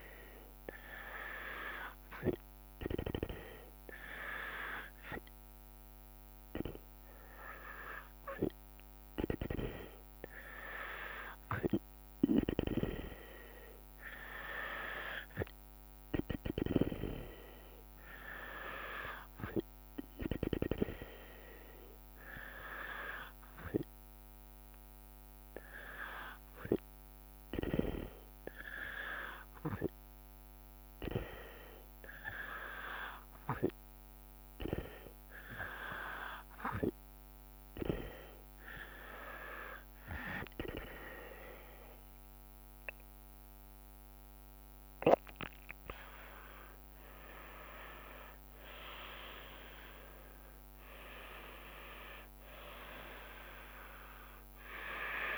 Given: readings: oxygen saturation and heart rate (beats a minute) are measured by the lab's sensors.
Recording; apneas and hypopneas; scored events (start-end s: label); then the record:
breathing in sleep by a microphone on the trachea; none
9.00-20.50 s: snoring (device-marked)
40.50-53.50 s: drop in pulse transit time (device-marked, heart rate 60 before, 74 extreme)
50.00-54.00 s: arousal
From the record:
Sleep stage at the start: N2 (light sleep); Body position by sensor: on the back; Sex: female